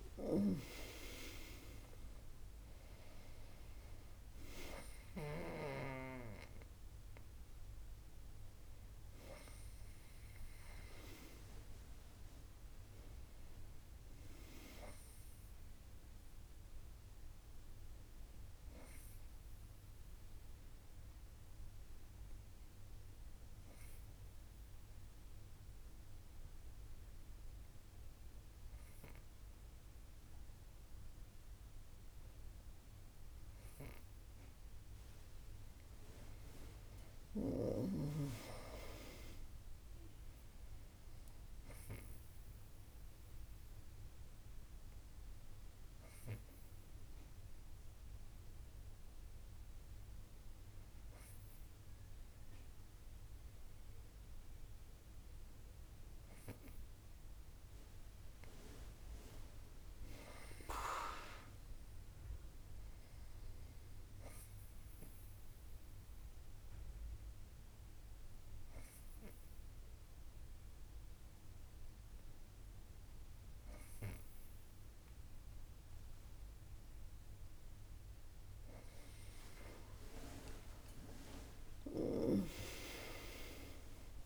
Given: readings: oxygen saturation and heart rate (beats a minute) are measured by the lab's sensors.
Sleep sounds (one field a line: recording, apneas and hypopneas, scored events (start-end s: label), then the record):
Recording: breathing in sleep by a room microphone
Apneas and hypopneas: 3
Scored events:
0.00-2.50 s: arousal
20.00-35.00 s: hypopnea (oxygen 97% before, 97% lowest, heart rate 68 before, 58 extreme, up 10 after)
37.00-40.00 s: arousal
45.00-57.00 s: hypopnea (oxygen 99% before, 97% lowest, heart rate 65 before, 57 extreme, up 12 after)
59.00-62.00 s: arousal
64.50-76.50 s: hypopnea (oxygen 99% before, 96% lowest, heart rate 63 before, 57 extreme, up 12 after)
79.00-82.50 s: arousal
From the record:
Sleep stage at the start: N2 (light sleep)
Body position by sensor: on the back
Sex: female